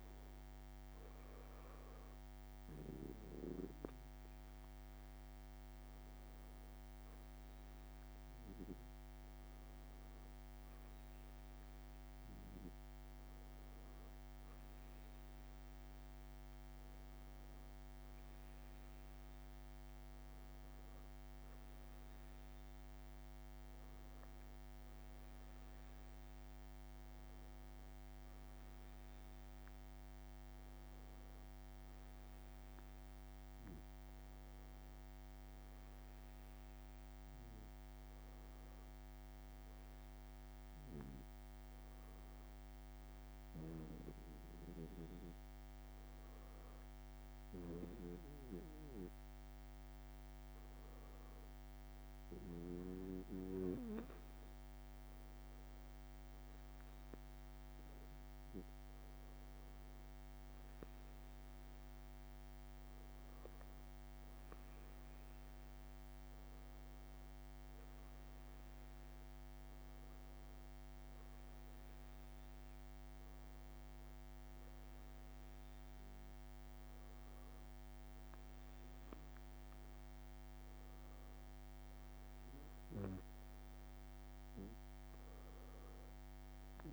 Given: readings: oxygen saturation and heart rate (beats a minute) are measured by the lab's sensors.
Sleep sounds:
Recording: breathing in sleep by a microphone on the trachea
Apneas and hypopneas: none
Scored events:
16.00-18.00 s: long interval between heartbeats (device-marked)
30.00-32.00 s: long interval between heartbeats (device-marked)
37.50-39.50 s: long interval between heartbeats (device-marked)
47.00-49.00 s: long interval between heartbeats (device-marked)
65.00-69.50 s: arousal
84.50-86.50 s: long interval between heartbeats (device-marked)
From the record:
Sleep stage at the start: REM sleep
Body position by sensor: on the back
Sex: male

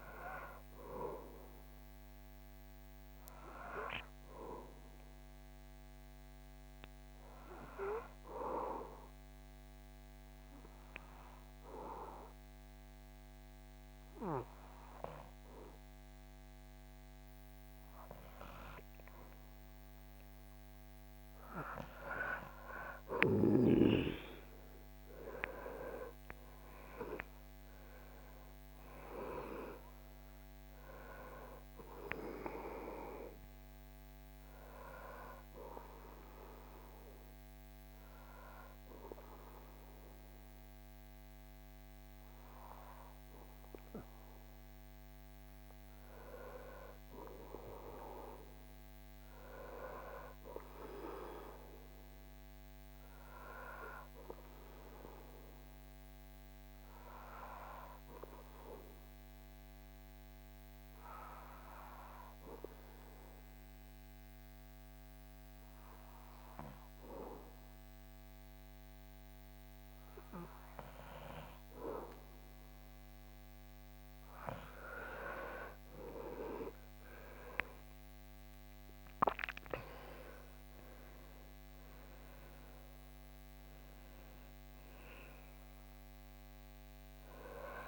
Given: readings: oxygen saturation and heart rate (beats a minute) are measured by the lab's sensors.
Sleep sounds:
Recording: breathing in sleep by a microphone on the trachea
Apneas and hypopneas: 3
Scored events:
2.50-19.00 s: obstructive apnea (oxygen 98% before, 95% lowest, heart rate 69 before, 60 extreme, up 1 after)
22.00-26.50 s: arousal
36.00-46.00 s: obstructive apnea (oxygen 99% before, 95% lowest, heart rate 65 before, 61 extreme, up 10 after)
48.50-52.00 s: arousal
56.00-72.50 s: obstructive apnea (oxygen 98% before, 95% lowest, heart rate 64 before, 60 extreme, up 14 after)
74.50-78.00 s: arousal
From the record:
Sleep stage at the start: N2 (light sleep)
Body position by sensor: on the back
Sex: male

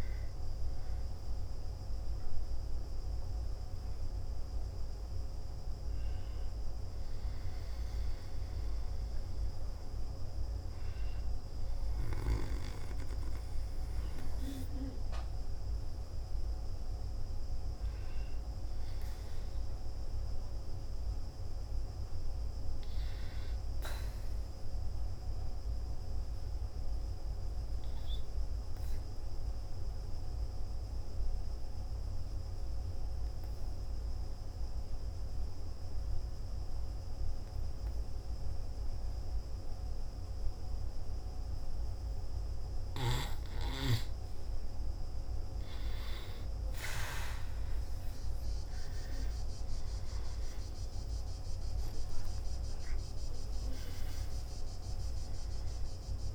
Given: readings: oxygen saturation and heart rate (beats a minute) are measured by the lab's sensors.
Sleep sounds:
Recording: breathing in sleep by a room microphone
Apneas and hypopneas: 1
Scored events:
10.00-33.00 s: oxygen desaturation (device-marked, oxygen 96% before, 90% lowest, heart rate 59 before, 55 extreme)
25.50-43.00 s: obstructive apnea (oxygen 96% before, 90% lowest, heart rate 60 before, 55 extreme, up 0 after)
43.00-56.35 s: new sleep stage, awake
51.00-56.35 s: oxygen desaturation (device-marked, oxygen 98% before, 94% lowest, heart rate 56 before, 57 extreme)
From the record:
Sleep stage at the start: N2 (light sleep)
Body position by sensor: on the back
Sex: male

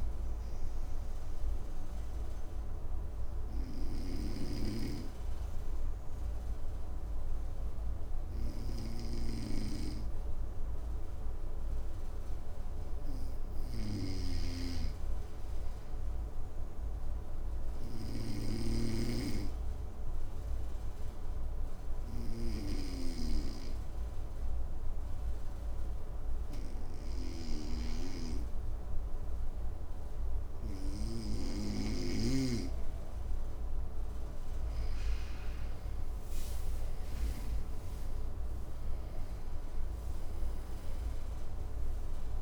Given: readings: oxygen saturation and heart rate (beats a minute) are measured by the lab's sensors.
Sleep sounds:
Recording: breathing in sleep by a room microphone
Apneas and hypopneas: 2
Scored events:
0.50-11.00 s: obstructive apnea (oxygen 99% before, 93% lowest, heart rate 57 before, 55 extreme, up 3 after)
13.50-17.00 s: arousal
13.50-18.50 s: snoring (device-marked)
19.00-31.50 s: obstructive apnea (oxygen 99% before, 93% lowest, heart rate 57 before, 55 extreme, up 10 after)
30.00-42.42 s: oxygen desaturation (device-marked, oxygen 97% before, 93% lowest, heart rate 57 before, 55 extreme)
35.00-39.50 s: arousal
From the record:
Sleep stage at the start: N2 (light sleep)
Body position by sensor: on the right side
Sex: male

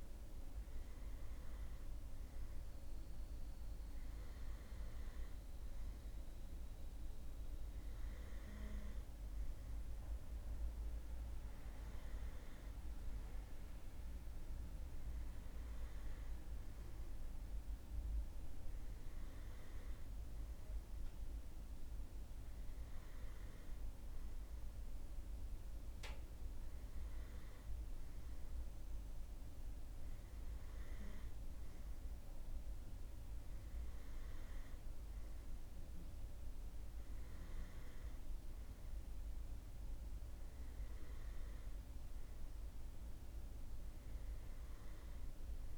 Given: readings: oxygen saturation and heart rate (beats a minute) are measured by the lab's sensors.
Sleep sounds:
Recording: breathing in sleep, hard to hear, by a room microphone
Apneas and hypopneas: none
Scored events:
none scored
From the record:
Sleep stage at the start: N2 (light sleep)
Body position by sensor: on the right side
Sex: male

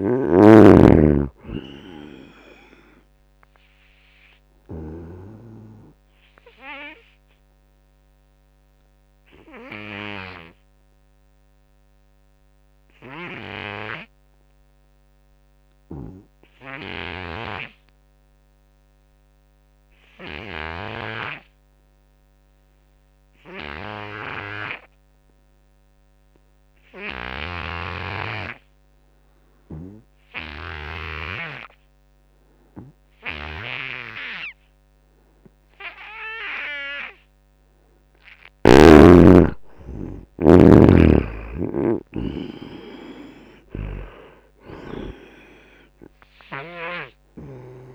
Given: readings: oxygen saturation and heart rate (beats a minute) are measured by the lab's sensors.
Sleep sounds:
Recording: breathing in sleep by a microphone on the trachea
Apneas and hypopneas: 1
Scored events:
0.00-5.00 s: snoring (device-marked)
0.00-16.00 s: oxygen desaturation (device-marked, oxygen 75% lowest, heart rate 66 extreme)
6.50-37.00 s: obstructive apnea (oxygen 98% before, 75% lowest, heart rate 79 before, 66 extreme, up 13 after)
27.00-47.95 s: oxygen desaturation (device-marked, oxygen 99% before, 77% lowest, heart rate 82 before, 66 extreme)
38.00-41.50 s: arousal
From the record:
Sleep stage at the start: N2 (light sleep)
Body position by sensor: on the front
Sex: male

